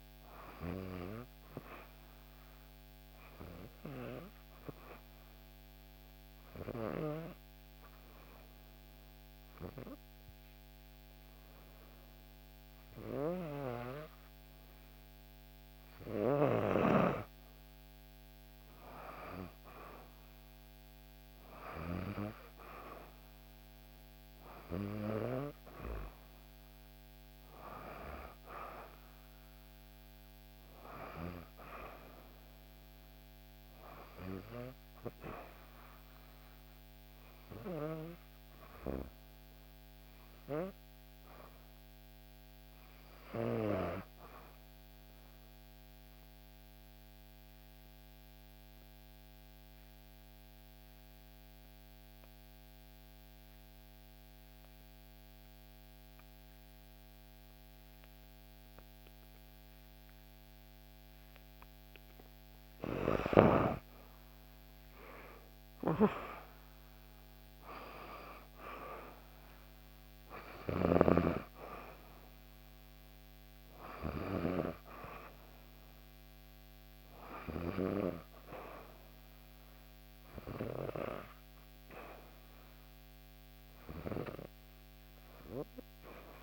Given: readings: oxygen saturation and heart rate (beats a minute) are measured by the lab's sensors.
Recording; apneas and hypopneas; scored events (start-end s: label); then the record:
breathing in sleep by a microphone on the trachea; 2
4.50-16.00 s: obstructive apnea (oxygen 96% before, 91% lowest, heart rate 66 before, 63 extreme, up 2 after)
23.50-27.00 s: arousal
44.50-61.50 s: obstructive apnea (oxygen 96% before, 90% lowest, heart rate 65 before, 62 extreme, up 4 after)
58.00-86.43 s: oxygen desaturation (device-marked, oxygen 96% before, 90% lowest, heart rate 64 before, 62 extreme)
63.00-67.00 s: arousal
From the record:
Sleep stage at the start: N2 (light sleep); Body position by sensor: on the back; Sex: female